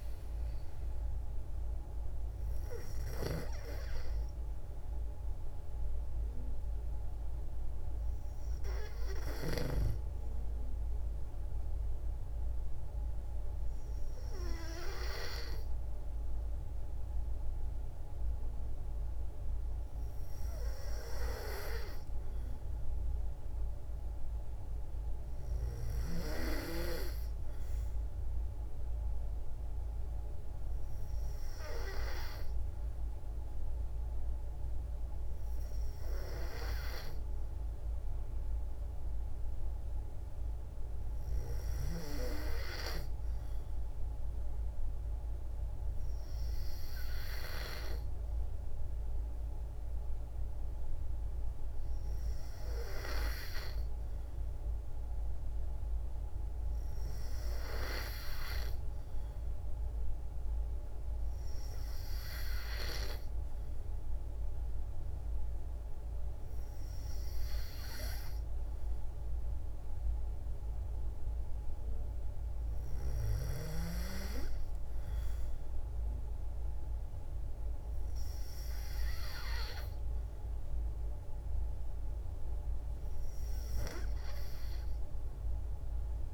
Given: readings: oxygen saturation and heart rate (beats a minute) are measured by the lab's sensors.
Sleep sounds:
breathing in sleep by a room microphone; none
none scored
From the record:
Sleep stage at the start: N2 (light sleep); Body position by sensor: on the back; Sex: female

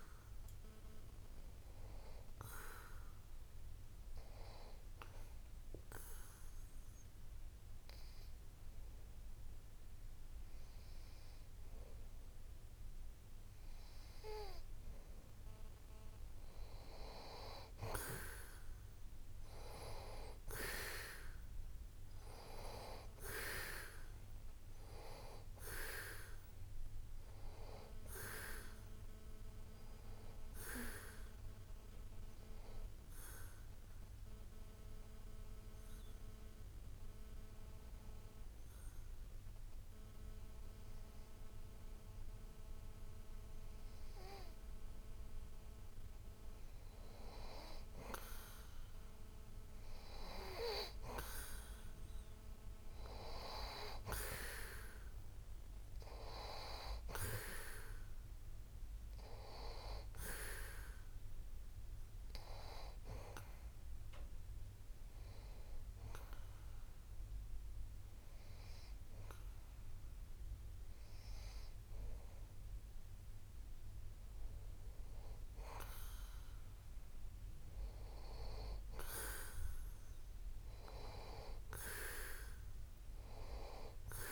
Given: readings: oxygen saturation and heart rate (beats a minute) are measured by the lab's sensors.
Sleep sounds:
breathing in sleep by a room microphone; 3
5.50-17.50 s: obstructive apnea (oxygen 93% before, 90% lowest)
20.50-24.00 s: arousal
33.50-47.00 s: obstructive apnea (oxygen 93% before, 90% lowest)
49.50-53.00 s: arousal
65.00-77.00 s: hypopnea (oxygen 94% before, 90% lowest)
80.00-83.50 s: arousal
From the record:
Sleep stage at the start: N2 (light sleep); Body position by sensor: on the back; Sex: male

